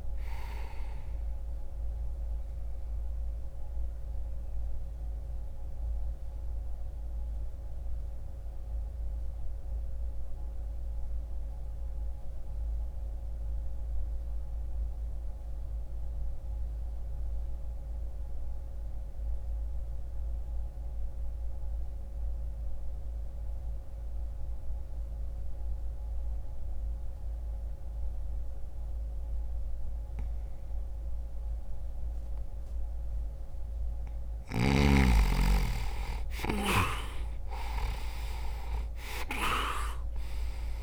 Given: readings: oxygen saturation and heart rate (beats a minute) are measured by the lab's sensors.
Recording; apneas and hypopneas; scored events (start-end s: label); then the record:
breathing in sleep by a room microphone; 1
1.50-32.50 s: obstructive apnea (oxygen 98% before, 85% lowest)
14.00-26.00 s: oxygen desaturation (device-marked, oxygen 95% before, 88% lowest)
35.00-39.00 s: arousal
37.00-40.83 s: oxygen desaturation (device-marked, oxygen 98% before, 91% lowest)
From the record:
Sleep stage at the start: N2 (light sleep); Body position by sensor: on the back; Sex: male